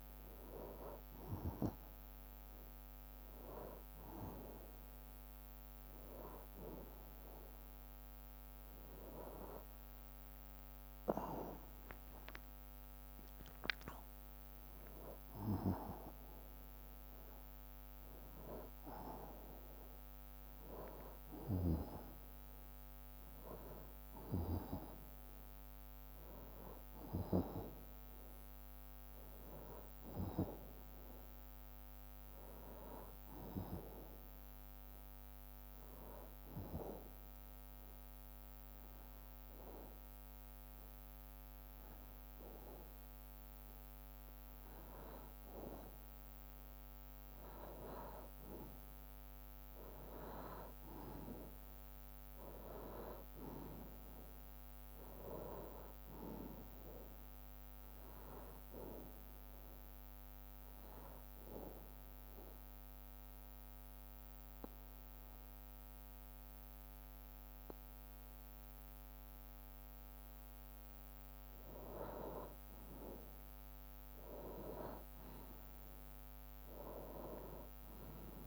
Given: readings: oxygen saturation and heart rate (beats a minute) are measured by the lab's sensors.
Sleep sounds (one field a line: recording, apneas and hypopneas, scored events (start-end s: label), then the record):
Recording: breathing in sleep by a microphone on the trachea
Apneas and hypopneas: 2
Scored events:
0.00-5.00 s: bradycardia (device-marked, heart rate 56 extreme)
0.00-10.00 s: oxygen desaturation (device-marked, oxygen 93% lowest, heart rate 56 extreme)
10.00-21.00 s: drop in pulse transit time (device-marked, heart rate 62 before, 65 extreme)
17.00-21.50 s: arousal
35.00-45.50 s: obstructive apnea (oxygen 96% before, 92% lowest, heart rate 66 before, 61 extreme, up 1 after)
48.50-52.50 s: arousal
55.00-63.00 s: drop in pulse transit time (device-marked, heart rate 62 before, 65 extreme)
57.00-73.00 s: oxygen desaturation (device-marked, oxygen 95% before, 92% lowest, heart rate 63 before, 62 extreme)
61.00-71.00 s: obstructive apnea (oxygen 96% before, 92% lowest, heart rate 63 before, 62 extreme, up 1 after)
75.00-78.47 s: drop in pulse transit time (device-marked, heart rate 64 before, 62 extreme)
75.50-78.47 s: arousal
From the record:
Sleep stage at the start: N2 (light sleep)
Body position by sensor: on the back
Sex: male